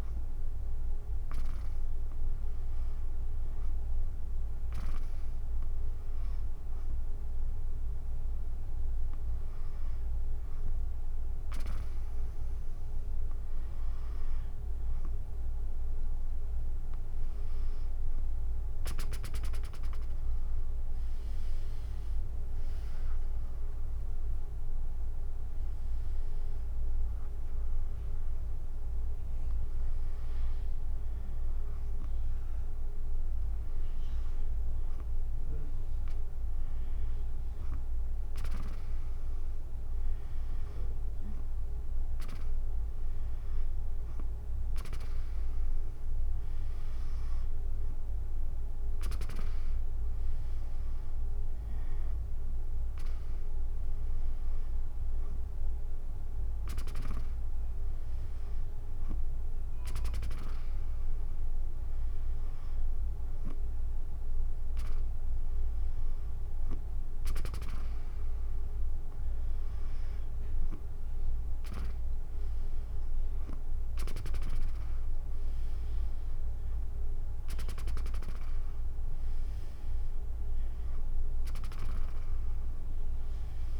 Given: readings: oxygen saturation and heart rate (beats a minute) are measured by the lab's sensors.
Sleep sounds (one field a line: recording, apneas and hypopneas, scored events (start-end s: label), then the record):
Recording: breathing in sleep by a room microphone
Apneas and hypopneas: none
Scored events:
21.00-25.00 s: arousal
From the record:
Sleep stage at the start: N2 (light sleep)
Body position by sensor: on the back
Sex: female